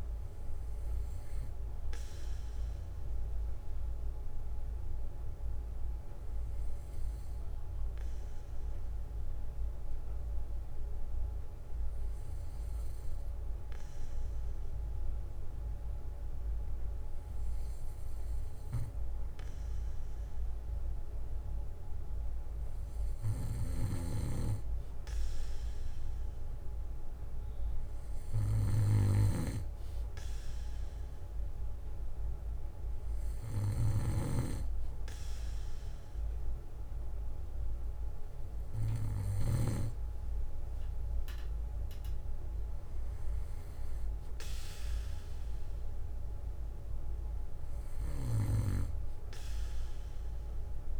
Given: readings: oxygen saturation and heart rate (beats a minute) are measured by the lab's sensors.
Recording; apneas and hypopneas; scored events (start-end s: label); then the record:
breathing in sleep by a room microphone; 1
1.00-16.50 s: hypopnea (oxygen 97% before, 94% lowest, heart rate 60 before, 54 extreme, up 2 after)
2.50-8.50 s: bradycardia (device-marked, heart rate 60 before, 59 extreme)
9.50-35.50 s: bradycardia (device-marked, heart rate 60 before, 54 extreme)
19.50-23.50 s: arousal
34.00-40.00 s: snoring (device-marked)
36.50-38.50 s: bradycardia (device-marked, heart rate 60 before, 57 extreme)
41.50-43.50 s: bradycardia (device-marked, heart rate 60 before, 60 extreme)
48.50-50.99 s: bradycardia (device-marked, heart rate 60 before, 60 extreme)
From the record:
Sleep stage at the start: N2 (light sleep); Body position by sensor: on the back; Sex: male